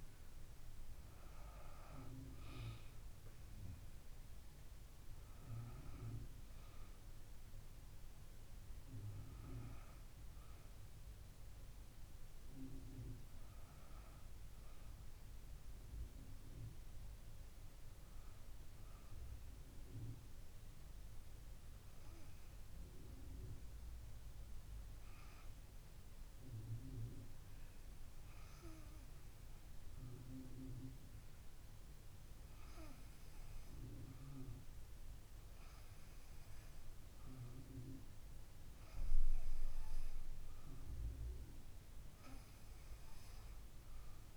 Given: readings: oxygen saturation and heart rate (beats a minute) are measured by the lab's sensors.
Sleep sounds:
breathing in sleep by a room microphone; 1
0.00-1.50 s: arousal
15.50-19.50 s: arousal
23.00-35.00 s: hypopnea (oxygen 97% before, 93% lowest, heart rate 70 before, 70 extreme, up 3 after)
From the record:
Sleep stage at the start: N2 (light sleep); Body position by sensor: on the back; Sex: female

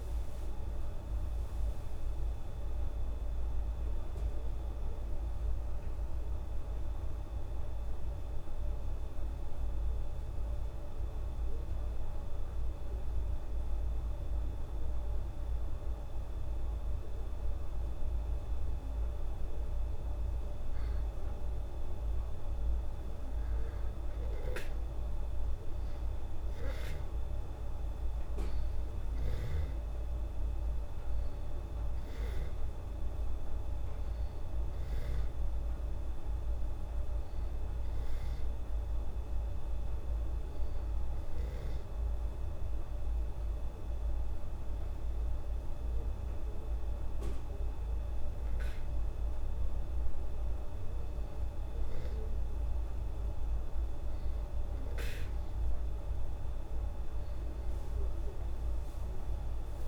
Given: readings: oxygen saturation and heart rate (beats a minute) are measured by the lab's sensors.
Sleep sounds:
breathing in sleep, hard to hear, by a room microphone; 2
6.50-18.00 s: obstructive apnea (oxygen 97% before, 93% lowest, heart rate 90 before, 71 extreme, up 23 after)
24.00-29.00 s: arousal
31.00-44.00 s: oxygen desaturation (device-marked, oxygen 99% before, 93% lowest, heart rate 84 before, 85 extreme)
41.50-51.50 s: hypopnea (oxygen 99% before, 95% lowest, heart rate 98 before, 72 extreme)
58.00-59.88 s: arousal
From the record:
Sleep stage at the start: N2 (light sleep); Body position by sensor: on the back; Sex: female

